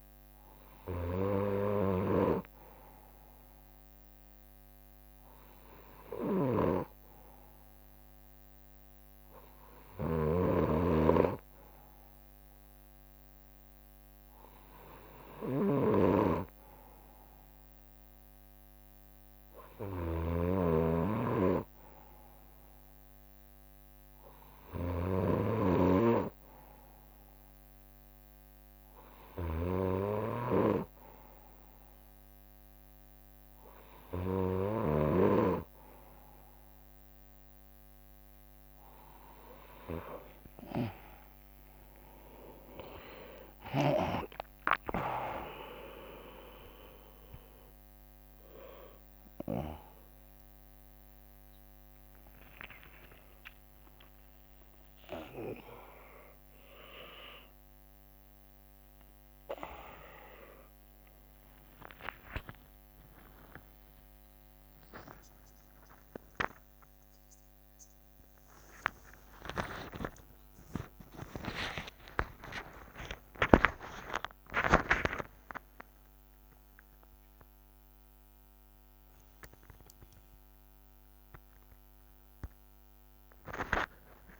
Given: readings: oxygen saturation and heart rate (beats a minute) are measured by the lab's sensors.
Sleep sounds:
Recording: a person awake in a sleep study, by a microphone on the trachea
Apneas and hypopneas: none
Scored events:
0.00-35.00 s: snoring (device-marked)
0.50-3.50 s: leg movement (device-marked)
4.50-10.00 s: leg movement (device-marked)
14.00-16.50 s: leg movement (device-marked)
18.00-22.00 s: leg movement (device-marked)
24.00-28.50 s: leg movement (device-marked)
30.50-36.50 s: leg movement (device-marked)
39.50-46.00 s: leg movement (device-marked)
40.50-42.50 s: long interval between heartbeats (device-marked, heart rate 66 before, 76 extreme)
41.00-84.40 s: new sleep stage, awake
43.00-45.00 s: long interval between heartbeats (device-marked, heart rate 68 before, 89 extreme)
43.00-55.00 s: drop in pulse transit time (device-marked, heart rate 68 before, 76 extreme)
55.00-61.00 s: bradycardia (device-marked, heart rate 66 before, 59 extreme)
56.50-58.50 s: long interval between heartbeats (device-marked, heart rate 79 before, 77 extreme)
59.50-61.50 s: long interval between heartbeats (device-marked, heart rate 79 before, 59 extreme)
61.50-64.50 s: leg movement (device-marked)
65.00-75.00 s: tachycardia (device-marked, heart rate 66 before, 137 extreme)
65.50-67.00 s: leg movement (device-marked)
69.00-71.00 s: long interval between heartbeats (device-marked, heart rate 72 before, 120 extreme)
71.50-73.50 s: long interval between heartbeats (device-marked, heart rate 76 before, 125 extreme)
75.00-77.00 s: long interval between heartbeats (device-marked, heart rate 87 before, 120 extreme)
81.50-84.40 s: leg movement (device-marked)
From the record:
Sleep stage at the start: N2 (light sleep)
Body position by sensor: on the right side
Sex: male

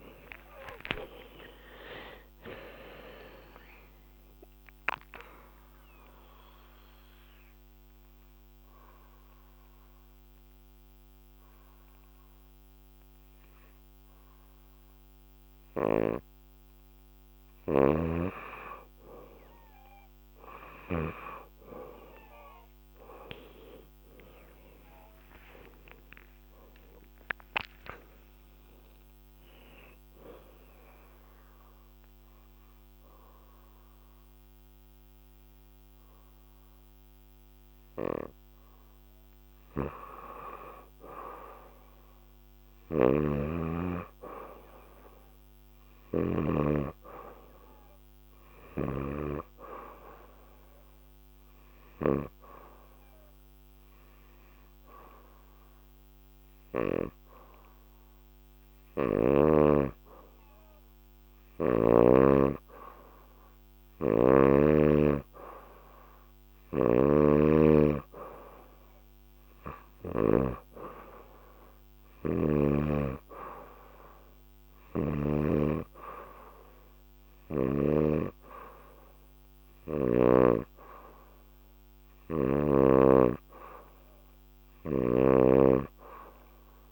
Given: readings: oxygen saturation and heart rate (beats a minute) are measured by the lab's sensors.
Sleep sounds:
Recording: breathing in sleep by a microphone on the trachea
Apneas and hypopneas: 3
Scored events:
0.00-4.50 s: arousal
5.50-18.00 s: obstructive apnea (oxygen 93% before, 90% lowest, heart rate 77 before, 59 extreme, up 14 after)
17.50-21.00 s: snoring (device-marked)
24.00-29.50 s: arousal
26.00-41.00 s: oxygen desaturation (device-marked, oxygen 98% before, 94% lowest, heart rate 74 before, 59 extreme)
31.00-41.00 s: obstructive apnea (oxygen 98% before, 92% lowest, heart rate 75 before, 59 extreme, up 11 after)
42.50-46.00 s: arousal
42.50-52.00 s: snoring (device-marked)
49.00-57.00 s: oxygen desaturation (device-marked, oxygen 98% before, 94% lowest, heart rate 69 before, 72 extreme)
51.00-61.00 s: hypopnea (oxygen 98% before, 91% lowest, heart rate 67 before, 72 extreme, up 1 after)
63.00-66.50 s: arousal
66.50-70.50 s: snoring (device-marked)
From the record:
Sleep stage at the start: N2 (light sleep)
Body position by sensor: on the back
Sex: female

